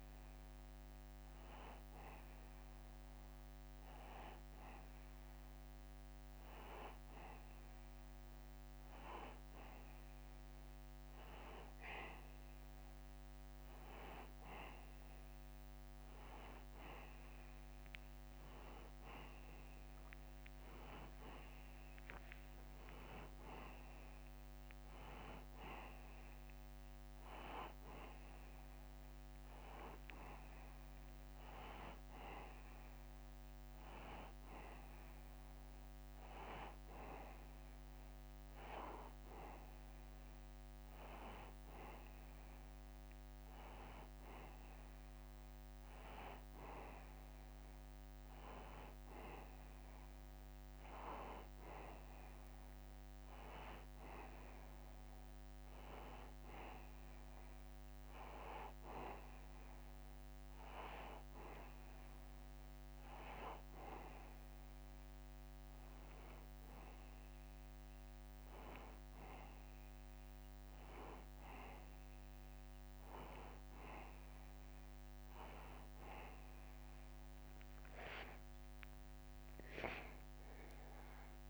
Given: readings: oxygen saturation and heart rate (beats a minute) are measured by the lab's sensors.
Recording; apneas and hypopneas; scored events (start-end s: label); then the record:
breathing in sleep by a microphone on the trachea; none
30.00-34.00 s: arousal
76.00-81.49 s: new sleep stage, awake
From the record:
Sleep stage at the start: N2 (light sleep); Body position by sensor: on the back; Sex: male